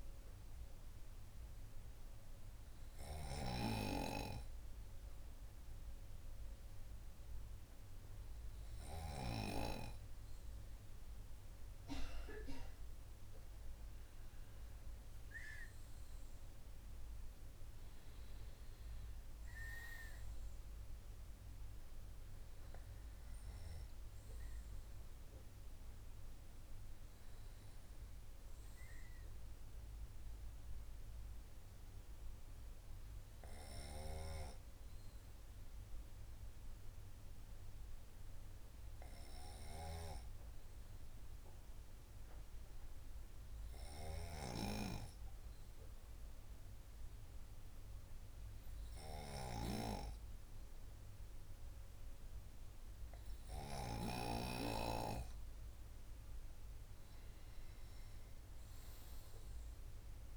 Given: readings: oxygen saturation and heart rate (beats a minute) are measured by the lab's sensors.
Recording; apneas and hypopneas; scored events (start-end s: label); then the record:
breathing in sleep by a room microphone; none
none scored
From the record:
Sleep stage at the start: N2 (light sleep); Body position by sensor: on the right side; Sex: male